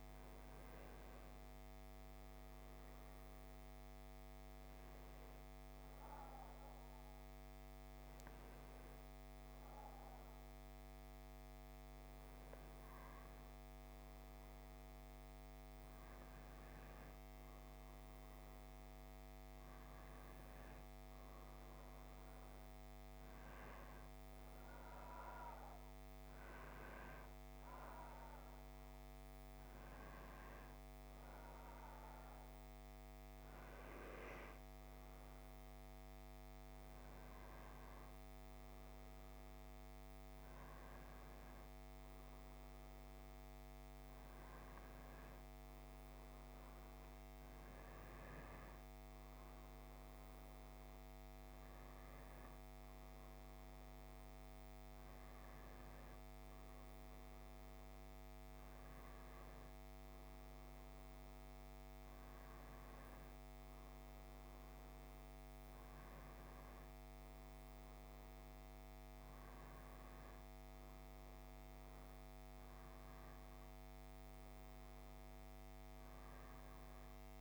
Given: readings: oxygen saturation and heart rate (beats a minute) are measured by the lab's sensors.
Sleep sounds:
breathing in sleep, hard to hear, by a microphone on the trachea; none
none scored
From the record:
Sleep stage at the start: N1 (lightest sleep); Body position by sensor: on the back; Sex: male

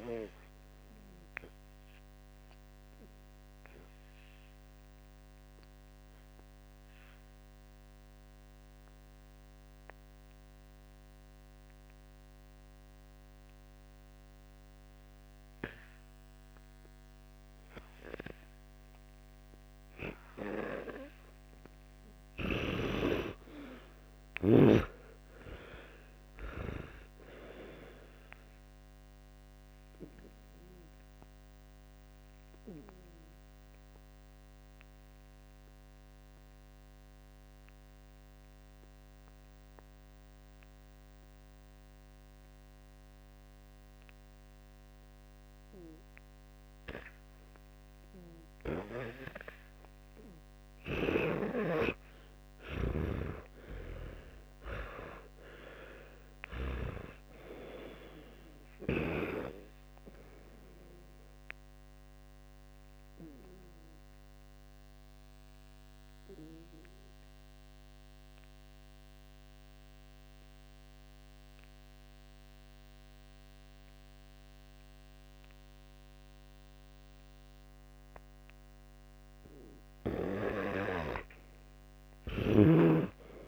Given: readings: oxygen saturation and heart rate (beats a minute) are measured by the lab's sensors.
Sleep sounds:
breathing in sleep by a microphone on the trachea; 3
2.50-20.50 s: obstructive apnea (oxygen 97% before, 88% lowest, heart rate 66 before, 57 extreme, up 18 after)
3.00-25.00 s: oxygen desaturation (device-marked, oxygen 97% before, 88% lowest, heart rate 66 before, 56 extreme)
24.50-28.50 s: arousal
32.00-51.50 s: obstructive apnea (oxygen 98% before, 89% lowest, heart rate 64 before, 56 extreme)
36.00-56.00 s: oxygen desaturation (device-marked, oxygen 98% before, 89% lowest, heart rate 64 before, 56 extreme)
51.00-57.00 s: snoring (device-marked)
53.50-57.00 s: arousal
65.00-79.00 s: obstructive apnea (oxygen 96% before, 91% lowest, heart rate 80 before, 55 extreme, up 16 after)
79.00-83.48 s: oxygen desaturation (device-marked, oxygen 95% before, 91% lowest, heart rate 65 before, 55 extreme)
From the record:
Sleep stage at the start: N2 (light sleep); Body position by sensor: on the back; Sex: male

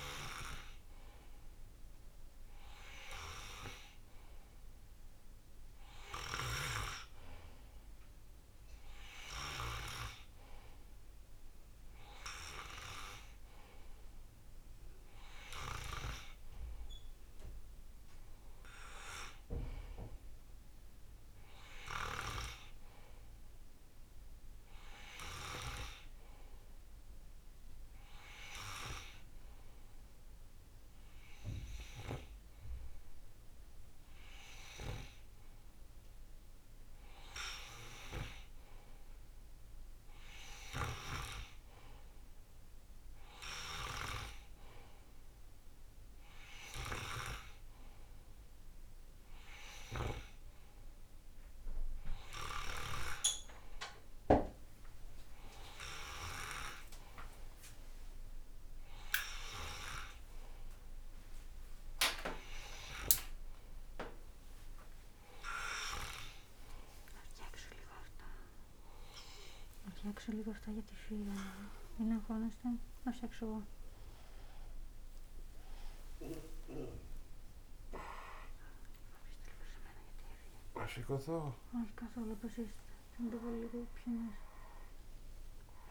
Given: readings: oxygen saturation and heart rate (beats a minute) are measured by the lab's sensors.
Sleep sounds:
a person partly awake in a sleep study, by a room microphone; none
40.50-47.00 s: snoring (device-marked)
55.50-85.91 s: new sleep stage, awake
From the record:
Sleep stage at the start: N2 (light sleep); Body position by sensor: on the right side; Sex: male

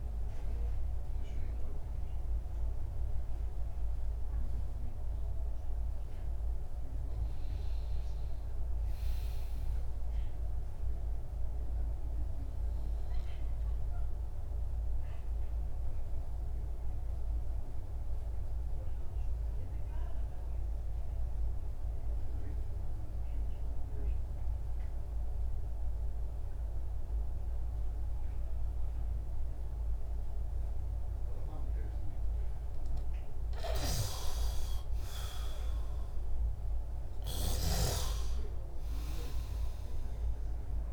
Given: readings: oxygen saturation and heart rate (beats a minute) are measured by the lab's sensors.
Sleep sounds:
breathing in sleep by a room microphone; 1
0.00-21.50 s: oxygen desaturation (device-marked, oxygen 88% lowest, heart rate 60 extreme)
12.00-32.00 s: obstructive apnea (oxygen 98% before, 88% lowest, heart rate 70 before, 61 extreme, up 14 after)
34.50-37.50 s: arousal
39.50-40.93 s: oxygen desaturation (device-marked, oxygen 98% before, 92% lowest, heart rate 65 before, 56 extreme)
From the record:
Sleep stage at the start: N2 (light sleep); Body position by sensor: on the back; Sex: male

